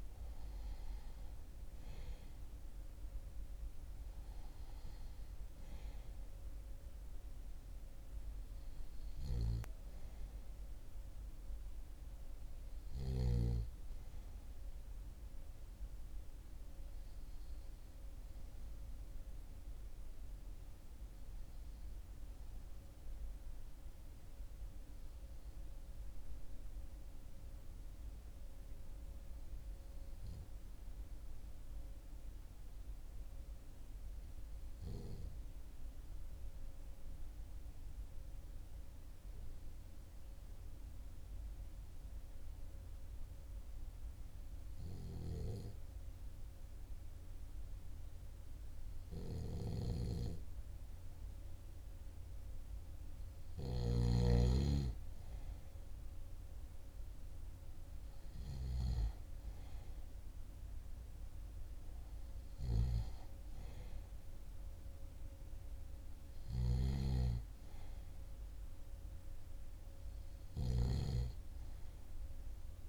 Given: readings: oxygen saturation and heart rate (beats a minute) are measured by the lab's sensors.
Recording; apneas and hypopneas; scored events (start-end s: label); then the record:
breathing in sleep by a room microphone; 1
23.00-49.00 s: hypopnea (oxygen 95% before, 92% lowest, heart rate 43 before, 39 extreme, up 1 after)
48.50-53.00 s: snoring (device-marked)
50.50-54.50 s: arousal
65.50-72.89 s: snoring (device-marked)
From the record:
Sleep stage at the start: N2 (light sleep); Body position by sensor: on the back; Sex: male